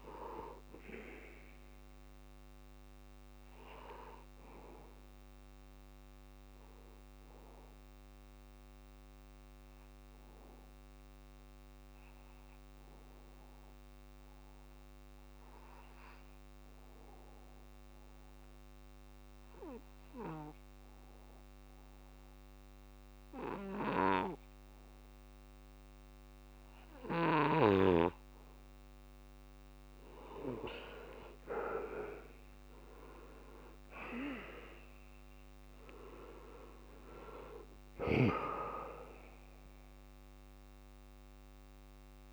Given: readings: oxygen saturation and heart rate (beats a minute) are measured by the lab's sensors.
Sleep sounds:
breathing in sleep by a microphone on the trachea; 1
0.00-8.50 s: oxygen desaturation (device-marked, oxygen 86% lowest, heart rate 37 extreme)
8.50-27.00 s: central apnea (oxygen 94% before, 86% lowest, heart rate 69 before, 52 extreme, up 50 after)
25.50-42.33 s: oxygen desaturation (device-marked, oxygen 98% before, 86% lowest, heart rate 51 before, 62 extreme)
31.50-36.00 s: arousal
From the record:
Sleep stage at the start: N2 (light sleep); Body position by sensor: on the back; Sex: male

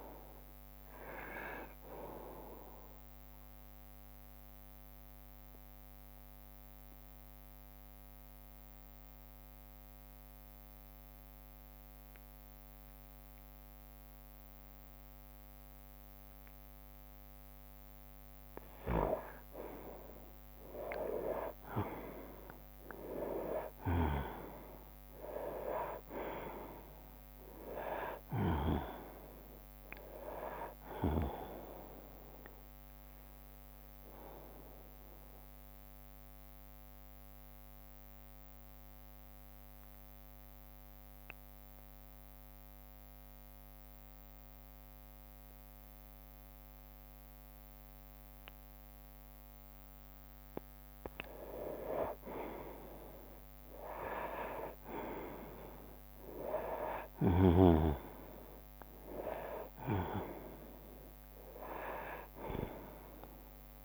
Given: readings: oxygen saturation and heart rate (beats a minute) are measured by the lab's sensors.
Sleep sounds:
breathing in sleep by a microphone on the trachea; 2
0.00-14.50 s: oxygen desaturation (device-marked, oxygen 93% lowest, heart rate 60 extreme)
3.50-17.50 s: obstructive apnea (oxygen 99% before, 93% lowest, heart rate 68 before, 59 extreme, up 6 after)
20.50-25.00 s: arousal
25.50-49.50 s: oxygen desaturation (device-marked, oxygen 98% before, 93% lowest, heart rate 62 before, 58 extreme)
34.00-50.00 s: obstructive apnea (oxygen 98% before, 92% lowest, heart rate 65 before, 58 extreme, up 9 after)
37.50-44.50 s: bradycardia (device-marked, heart rate 68 before, 58 extreme)
51.50-56.00 s: arousal
58.50-63.85 s: drop in pulse transit time (device-marked, heart rate 61 before, 63 extreme)
61.50-63.85 s: oxygen desaturation (device-marked, oxygen 98% before, 93% lowest, heart rate 62 before, 53 extreme)
From the record:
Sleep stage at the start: N2 (light sleep); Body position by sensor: on the right side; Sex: male

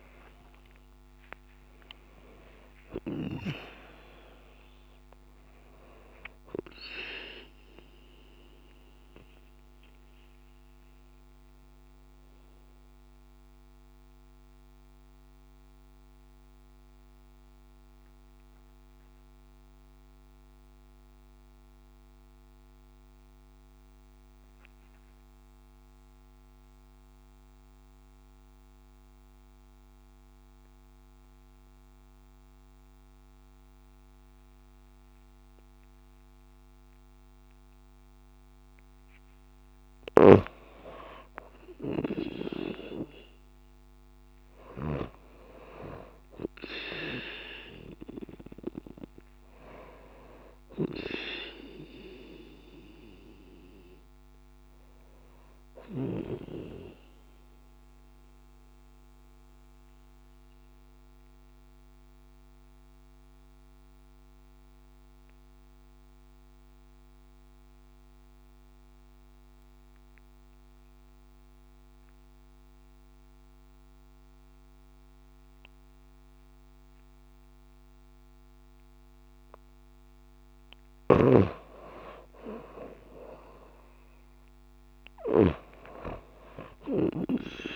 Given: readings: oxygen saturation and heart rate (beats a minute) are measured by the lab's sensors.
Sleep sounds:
breathing in sleep by a microphone on the trachea; 2
0.00-9.50 s: oxygen desaturation (device-marked, oxygen 92% lowest)
8.00-39.50 s: mixed apnea (oxygen 96% before, 92% lowest)
41.50-45.00 s: arousal
44.50-71.50 s: oxygen desaturation (device-marked, oxygen 97% before, 92% lowest)
57.00-79.00 s: mixed apnea (oxygen 97% before, 92% lowest)
81.50-86.50 s: arousal
From the record:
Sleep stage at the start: N2 (light sleep); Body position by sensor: on the back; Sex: female

